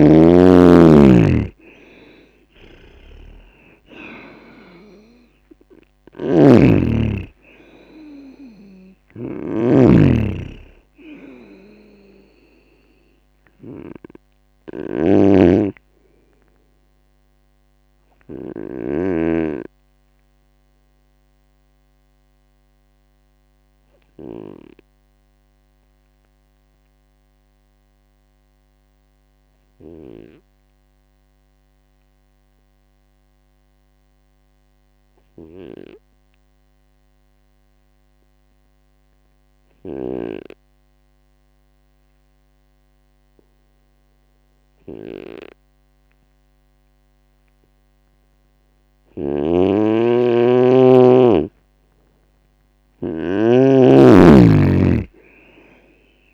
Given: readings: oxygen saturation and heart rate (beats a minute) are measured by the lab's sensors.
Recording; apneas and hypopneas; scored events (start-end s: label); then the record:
breathing in sleep by a microphone on the trachea; 1
0.00-19.00 s: snoring (device-marked)
0.50-4.50 s: arousal
19.50-51.50 s: obstructive apnea (oxygen 97% before, 93% lowest, heart rate 78 before, 63 extreme, up 11 after)
49.00-56.34 s: snoring (device-marked)
50.00-56.34 s: oxygen desaturation (device-marked, oxygen 99% before, 94% lowest, heart rate 69 before, 60 extreme)
53.50-56.34 s: arousal
From the record:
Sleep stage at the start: N2 (light sleep); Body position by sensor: on the right side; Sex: male